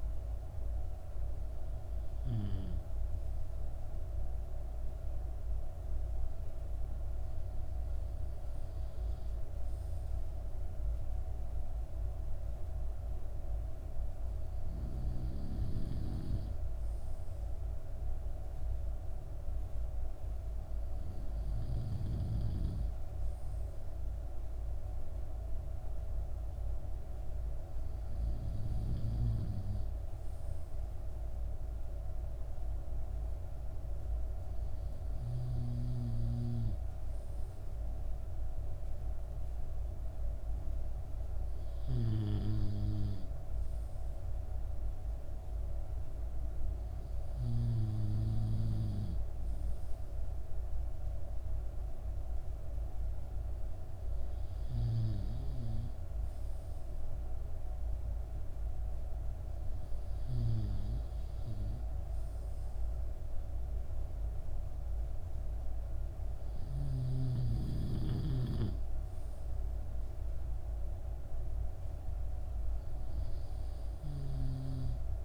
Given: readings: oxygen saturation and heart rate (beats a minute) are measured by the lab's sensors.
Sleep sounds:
breathing in sleep by a room microphone; none
none scored
From the record:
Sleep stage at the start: N2 (light sleep); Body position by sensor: on the back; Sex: male

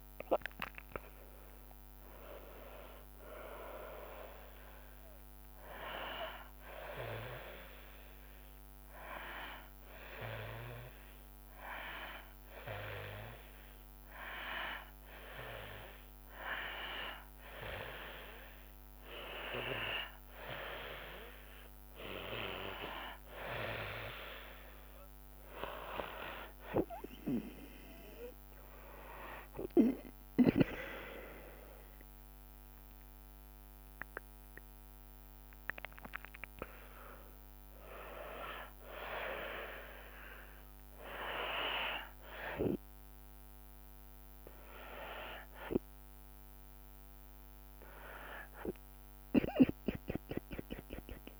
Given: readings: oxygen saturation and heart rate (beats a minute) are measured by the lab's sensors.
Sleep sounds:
breathing in sleep by a microphone on the trachea; 1
0.00-1.00 s: arousal
0.00-8.00 s: drop in pulse transit time (device-marked, heart rate 72 extreme)
0.00-13.00 s: oxygen desaturation (device-marked, oxygen 92% lowest, heart rate 66 extreme)
6.50-19.50 s: hypopnea (oxygen 97% before, 92% lowest, heart rate 81 before, 66 extreme, up 3 after)
25.00-29.50 s: arousal
26.00-45.00 s: oxygen desaturation (device-marked, oxygen 97% before, 92% lowest, heart rate 68 before, 66 extreme)
30.00-41.00 s: drop in pulse transit time (device-marked, heart rate 68 before, 75 extreme)
From the record:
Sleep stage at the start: N2 (light sleep); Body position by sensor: on the back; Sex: female

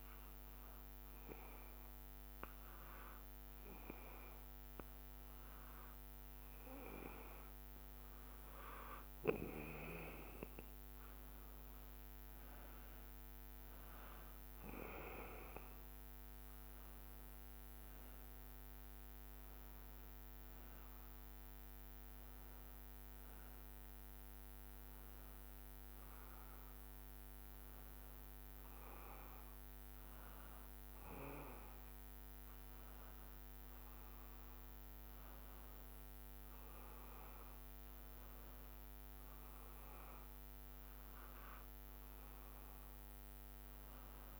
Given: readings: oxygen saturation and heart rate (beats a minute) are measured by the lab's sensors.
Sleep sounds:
breathing in sleep by a microphone on the trachea; none
18.50-23.00 s: arousal
37.50-44.40 s: drop in pulse transit time (device-marked, heart rate 65 before, 65 extreme)
From the record:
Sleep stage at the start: N2 (light sleep); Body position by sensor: on the back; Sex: male

